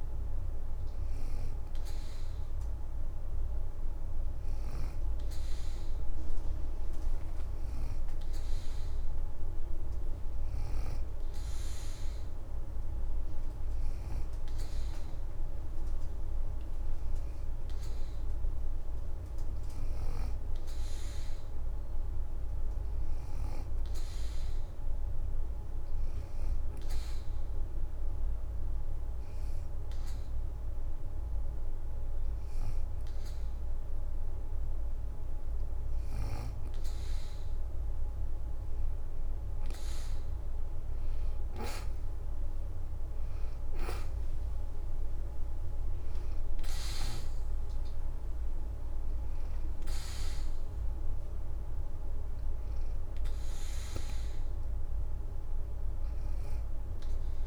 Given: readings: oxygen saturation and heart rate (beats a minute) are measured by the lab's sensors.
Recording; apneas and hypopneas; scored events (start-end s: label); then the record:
breathing in sleep, hard to hear, by a room microphone; 1
0.00-1.00 s: arousal
4.00-11.00 s: oxygen desaturation (device-marked, oxygen 88% before, 85% lowest, heart rate 80 before, 71 extreme)
24.50-35.50 s: obstructive apnea (oxygen 89% before, 81% lowest, heart rate 82 before, 69 extreme, up 15 after)
35.00-43.00 s: oxygen desaturation (device-marked, oxygen 87% before, 84% lowest, heart rate 80 before, 69 extreme)
41.50-45.50 s: arousal
49.00-57.47 s: oxygen desaturation (device-marked, oxygen 87% before, 81% lowest, heart rate 80 before, 69 extreme)
From the record:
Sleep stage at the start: N2 (light sleep); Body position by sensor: on the back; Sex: female